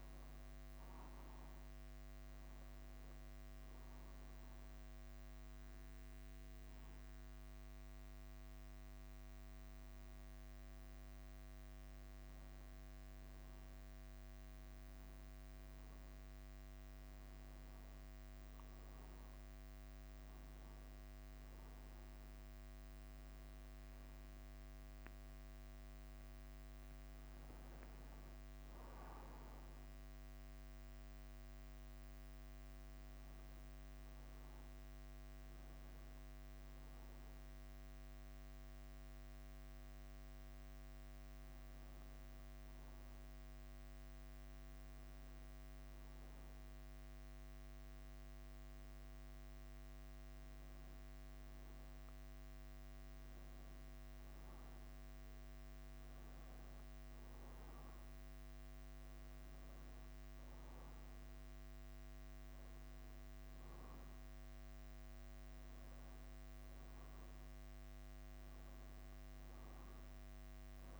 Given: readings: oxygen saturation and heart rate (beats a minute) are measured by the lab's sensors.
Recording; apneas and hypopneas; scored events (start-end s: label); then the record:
breathing in sleep, hard to hear, by a microphone on the trachea; none
0.00-70.99 s: bradycardia (device-marked, heart rate 45 extreme)
26.00-30.00 s: arousal
51.00-53.00 s: long interval between heartbeats (device-marked, heart rate 51 before, 51 extreme)
From the record:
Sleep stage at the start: N2 (light sleep); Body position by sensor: on the back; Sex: male